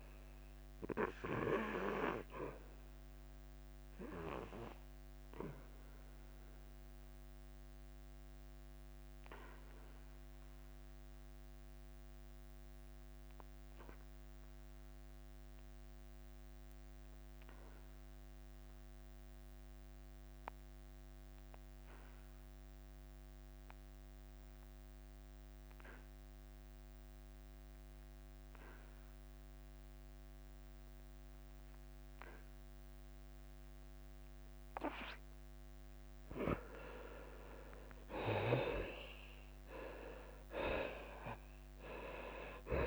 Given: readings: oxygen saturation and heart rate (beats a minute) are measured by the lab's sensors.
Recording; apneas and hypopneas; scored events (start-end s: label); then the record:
breathing in sleep by a microphone on the trachea; 1
0.00-9.00 s: drop in pulse transit time (device-marked, heart rate 89 extreme)
0.00-10.00 s: oxygen desaturation (device-marked, oxygen 92% lowest, heart rate 86 extreme)
5.50-36.00 s: obstructive apnea (oxygen 99% before, 77% lowest, heart rate 89 before, 85 extreme, up 6 after)
12.00-23.00 s: oxygen desaturation (device-marked, oxygen 93% before, 81% lowest, heart rate 91 before, 86 extreme)
38.00-42.87 s: drop in pulse transit time (device-marked, heart rate 88 before, 88 extreme)
38.50-42.00 s: arousal
From the record:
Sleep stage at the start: N2 (light sleep); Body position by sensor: on the back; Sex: male